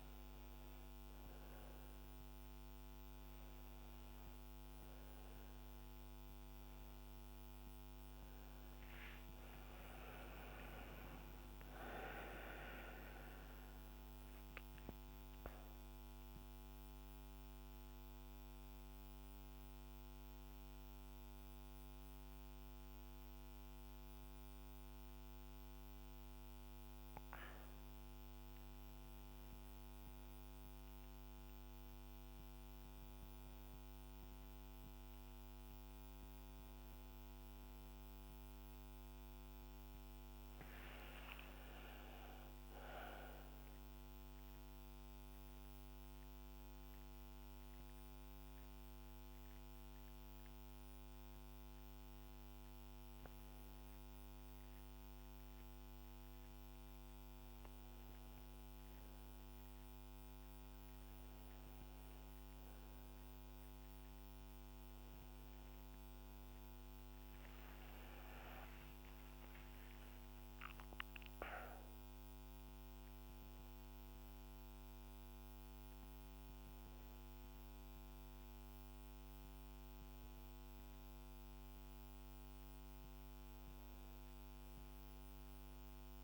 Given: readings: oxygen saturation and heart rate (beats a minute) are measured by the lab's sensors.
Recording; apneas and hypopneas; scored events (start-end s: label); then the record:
breathing in sleep, hard to hear, by a microphone on the trachea; 2
9.00-13.00 s: arousal
15.50-28.00 s: central apnea (oxygen 97% before, 93% lowest, heart rate 72 before, 66 extreme, up 6 after)
39.50-44.00 s: arousal
45.00-57.50 s: hypopnea (oxygen 100% before, 95% lowest, heart rate 70 before, 68 extreme, up 4 after)
60.50-64.00 s: arousal
From the record:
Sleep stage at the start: N1 (lightest sleep); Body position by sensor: on the back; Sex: female